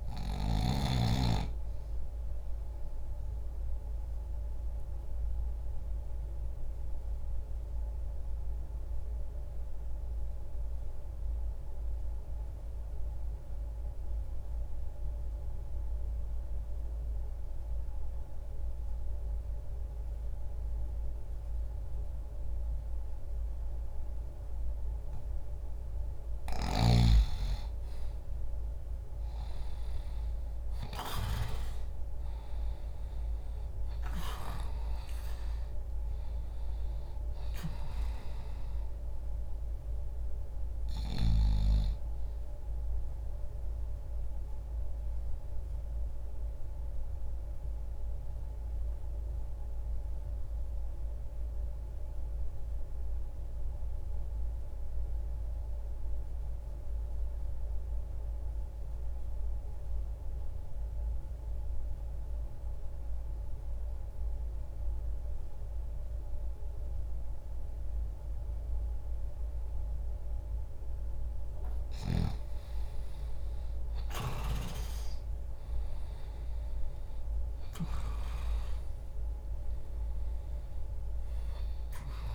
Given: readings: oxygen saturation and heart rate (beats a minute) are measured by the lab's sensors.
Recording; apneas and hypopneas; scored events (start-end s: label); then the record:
breathing in sleep by a room microphone; 2
0.00-23.00 s: oxygen desaturation (device-marked, oxygen 83% lowest, heart rate 60 extreme)
2.00-24.50 s: obstructive apnea (oxygen 97% before, 83% lowest, heart rate 60 before, 60 extreme, up 0 after)
28.00-32.50 s: arousal
35.00-45.00 s: oxygen desaturation (device-marked, oxygen 95% before, 89% lowest, heart rate 60 before, 60 extreme)
43.00-70.00 s: obstructive apnea (oxygen 95% before, 83% lowest, heart rate 60 before, 60 extreme, up 10 after)
51.00-62.00 s: oxygen desaturation (device-marked, oxygen 90% before, 86% lowest, heart rate 60 before, 60 extreme)
69.00-82.35 s: oxygen desaturation (device-marked, oxygen 96% before, 89% lowest, heart rate 60 before, 60 extreme)
71.50-75.50 s: arousal
From the record:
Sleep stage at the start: N2 (light sleep); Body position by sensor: on the back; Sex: male